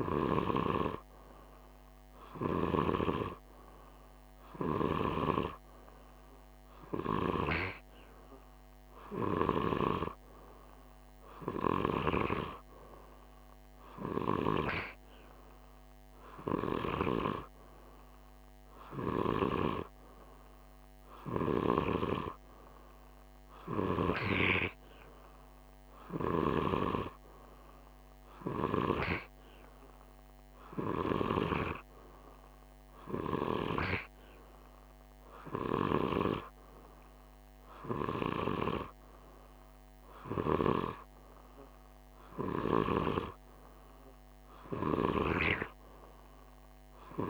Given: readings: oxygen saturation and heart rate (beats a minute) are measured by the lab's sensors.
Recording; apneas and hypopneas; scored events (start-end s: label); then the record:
breathing in sleep by a microphone on the trachea; none
none scored
From the record:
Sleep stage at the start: N2 (light sleep); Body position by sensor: on the right side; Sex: male